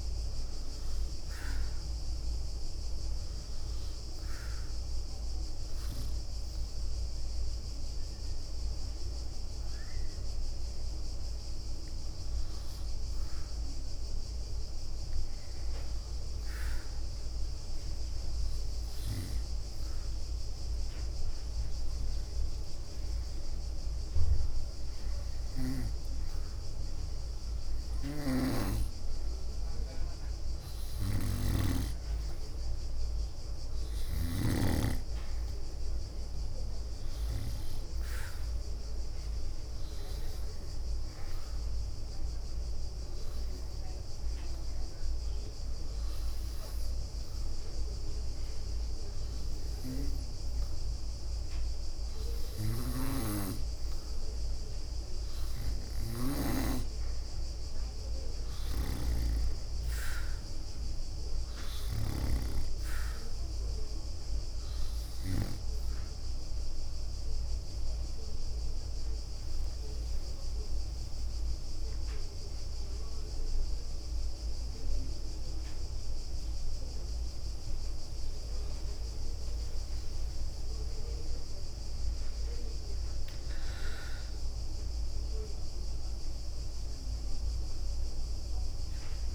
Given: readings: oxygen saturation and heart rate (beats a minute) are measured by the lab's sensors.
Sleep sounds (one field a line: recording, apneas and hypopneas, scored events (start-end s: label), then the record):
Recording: breathing in sleep by a room microphone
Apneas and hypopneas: 3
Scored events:
0.00-18.00 s: oxygen desaturation (device-marked, oxygen 89% lowest, heart rate 69 extreme)
0.50-4.50 s: arousal
10.00-21.00 s: hypopnea (oxygen 95% before, 87% lowest, heart rate 73 before, 70 extreme, up 1 after)
14.00-17.00 s: leg movement (device-marked)
18.50-22.00 s: leg movement (device-marked)
22.50-25.50 s: arousal
24.00-25.00 s: leg movement (device-marked)
38.00-55.00 s: oxygen desaturation (device-marked, oxygen 93% before, 89% lowest, heart rate 71 before, 69 extreme)
44.00-54.50 s: hypopnea (oxygen 95% before, 87% lowest, heart rate 73 before, 69 extreme, up 5 after)
56.00-59.00 s: arousal
58.50-62.00 s: snoring (device-marked)
61.00-87.00 s: oxygen desaturation (device-marked, oxygen 93% before, 87% lowest, heart rate 71 before, 72 extreme)
64.50-74.50 s: hypopnea (oxygen 93% before, 87% lowest, heart rate 71 before, 72 extreme, up 17 after)
70.50-72.50 s: long interval between heartbeats (device-marked, heart rate 72 before, 81 extreme)
75.00-79.50 s: arousal
79.00-81.50 s: leg movement (device-marked)
80.50-82.50 s: long interval between heartbeats (device-marked, heart rate 78 before, 88 extreme)
88.00-89.35 s: new sleep stage, N1 (lightest sleep)
From the record:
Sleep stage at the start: N2 (light sleep)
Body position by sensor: on the back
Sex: female